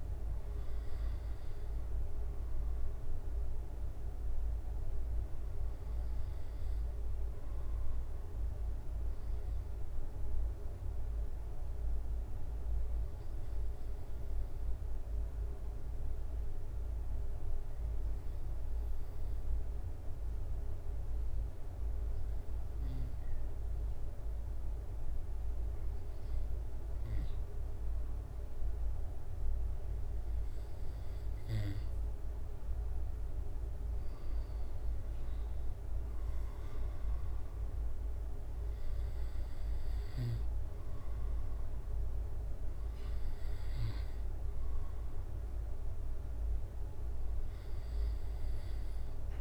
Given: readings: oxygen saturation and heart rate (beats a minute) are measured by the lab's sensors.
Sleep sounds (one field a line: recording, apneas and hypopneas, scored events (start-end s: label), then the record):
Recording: breathing in sleep, hard to hear, by a room microphone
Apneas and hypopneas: 1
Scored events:
3.00-30.50 s: obstructive apnea (oxygen 96% before, 92% lowest, heart rate 70 before, 66 extreme, up 3 after)
26.50-49.41 s: oxygen desaturation (device-marked, oxygen 95% before, 92% lowest, heart rate 67 before, 67 extreme)
34.00-37.50 s: arousal
From the record:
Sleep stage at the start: N2 (light sleep)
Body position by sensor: on the back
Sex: male